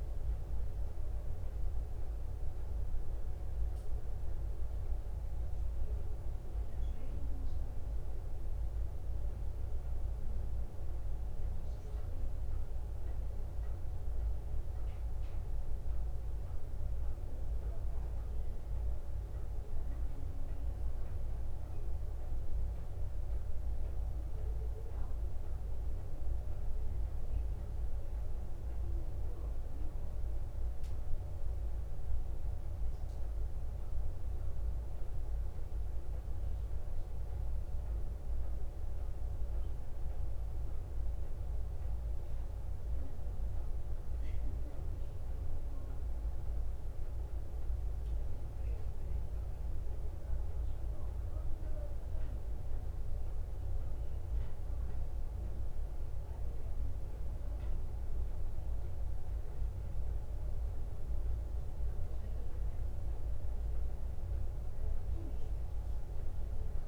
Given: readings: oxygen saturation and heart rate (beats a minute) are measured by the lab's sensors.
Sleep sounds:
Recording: breathing in sleep, hard to hear, by a room microphone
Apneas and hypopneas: none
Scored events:
none scored
From the record:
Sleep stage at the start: N2 (light sleep)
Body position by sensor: on the back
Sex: female

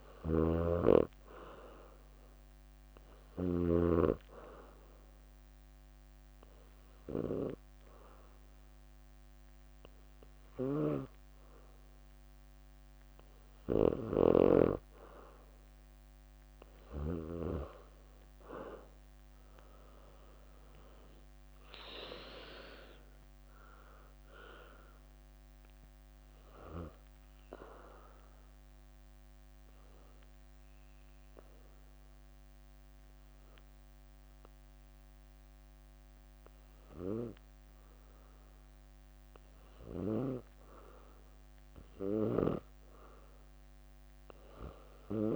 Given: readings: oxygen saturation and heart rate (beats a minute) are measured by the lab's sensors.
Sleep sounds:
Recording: breathing in sleep by a microphone on the trachea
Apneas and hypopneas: 2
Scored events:
0.00-2.00 s: leg movement (device-marked)
0.00-3.50 s: snoring (device-marked)
0.00-17.00 s: oxygen desaturation (device-marked, oxygen 96% before, 91% lowest, heart rate 65 before, 57 extreme)
3.50-8.00 s: leg movement (device-marked)
4.50-15.50 s: obstructive apnea (oxygen 96% before, 91% lowest, heart rate 65 before, 57 extreme, up 9 after)
10.50-13.50 s: leg movement (device-marked)
15.00-19.00 s: leg movement (device-marked)
19.00-22.00 s: arousal
20.50-23.50 s: leg movement (device-marked)
24.00-43.00 s: oxygen desaturation (device-marked, oxygen 95% before, 91% lowest, heart rate 68 before, 57 extreme)
24.50-28.50 s: leg movement (device-marked)
25.50-39.50 s: obstructive apnea (oxygen 95% before, 91% lowest, heart rate 68 before, 57 extreme, up 11 after)
28.00-35.00 s: bradycardia (device-marked, heart rate 67 before, 57 extreme)
30.00-33.50 s: leg movement (device-marked)
34.50-39.00 s: leg movement (device-marked)
40.50-45.36 s: leg movement (device-marked)
42.50-45.36 s: arousal
From the record:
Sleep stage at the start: N2 (light sleep)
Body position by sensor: on the back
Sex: female

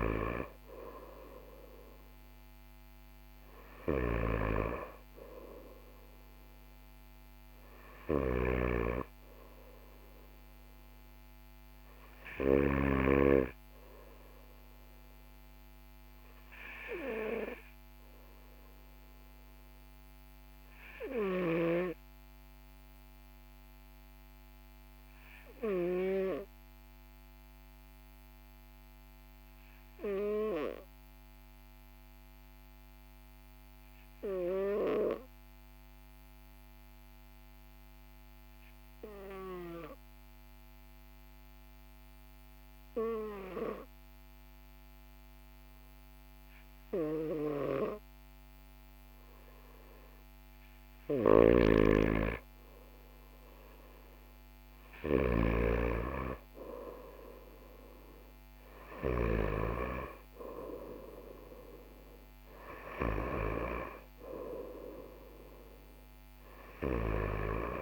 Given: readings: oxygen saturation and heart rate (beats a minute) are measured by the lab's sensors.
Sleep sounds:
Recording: breathing in sleep by a microphone on the trachea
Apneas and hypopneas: 1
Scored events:
0.00-12.50 s: snoring (device-marked)
26.50-49.50 s: hypopnea (oxygen 98% before, 94% lowest, heart rate 43 before, 42 extreme, up 2 after)
50.00-54.00 s: arousal
50.50-59.00 s: snoring (device-marked)
From the record:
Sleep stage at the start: N2 (light sleep)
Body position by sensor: on the right side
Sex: male

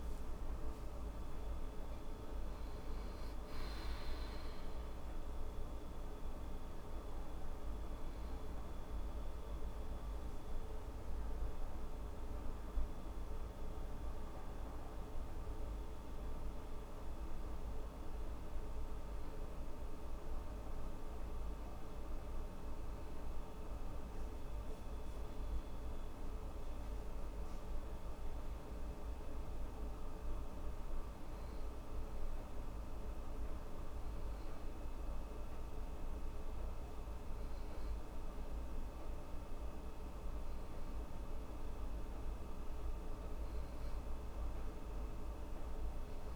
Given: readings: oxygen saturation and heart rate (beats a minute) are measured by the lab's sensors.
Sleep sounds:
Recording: a person partly awake in a sleep study, hard to hear, by a room microphone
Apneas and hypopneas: 1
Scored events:
13.00-46.35 s: new sleep stage, N2 (light sleep)
23.50-38.50 s: hypopnea (oxygen 98% before, 93% lowest, heart rate 70 before, 79 extreme, up 1 after)
40.00-43.00 s: arousal
From the record:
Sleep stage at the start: awake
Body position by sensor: on the back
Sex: female

